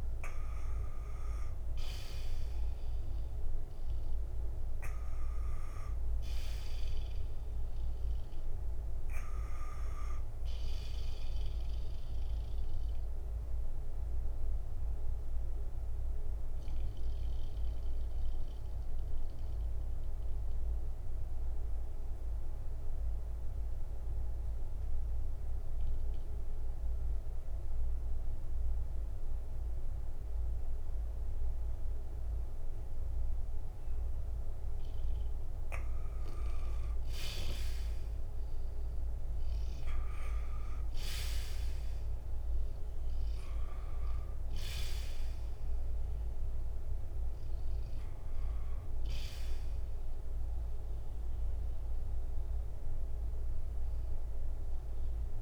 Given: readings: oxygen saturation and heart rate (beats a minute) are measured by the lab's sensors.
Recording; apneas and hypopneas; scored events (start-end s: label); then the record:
breathing in sleep, hard to hear, by a room microphone; 1
6.00-9.50 s: arousal
12.00-33.50 s: obstructive apnea (oxygen 96% before, 88% lowest, heart rate 59 before, 57 extreme, up 4 after)
12.50-42.50 s: new sleep stage, N2 (light sleep)
34.50-38.50 s: arousal
41.50-55.41 s: oxygen desaturation (device-marked, oxygen 96% before, 88% lowest, heart rate 58 before, 56 extreme)
42.50-55.41 s: new sleep stage, N1 (lightest sleep)
From the record:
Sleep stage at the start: N1 (lightest sleep); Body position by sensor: on the back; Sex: male